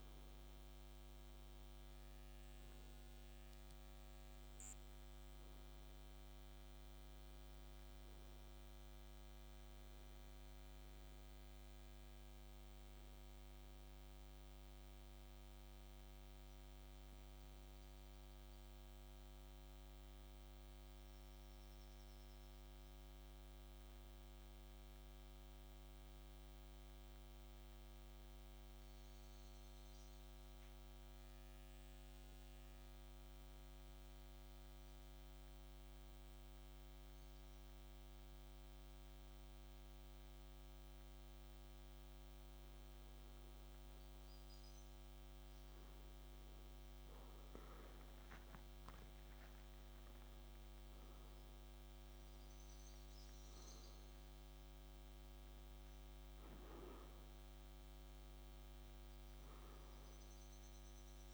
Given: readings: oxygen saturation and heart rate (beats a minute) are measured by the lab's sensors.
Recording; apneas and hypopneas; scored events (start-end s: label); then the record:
breathing in sleep, hard to hear, by a microphone on the trachea; 1
2.00-30.00 s: oxygen desaturation (device-marked, oxygen 93% before, 90% lowest, heart rate 57 before, 54 extreme)
10.50-13.50 s: arousal
16.50-40.50 s: hypopnea (oxygen 94% before, 90% lowest, heart rate 57 before, 54 extreme, up 1 after)
20.00-50.00 s: new sleep stage, N2 (light sleep)
43.50-47.50 s: arousal
50.00-61.34 s: new sleep stage, N1 (lightest sleep)
From the record:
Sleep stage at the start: N1 (lightest sleep); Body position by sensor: on the back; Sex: male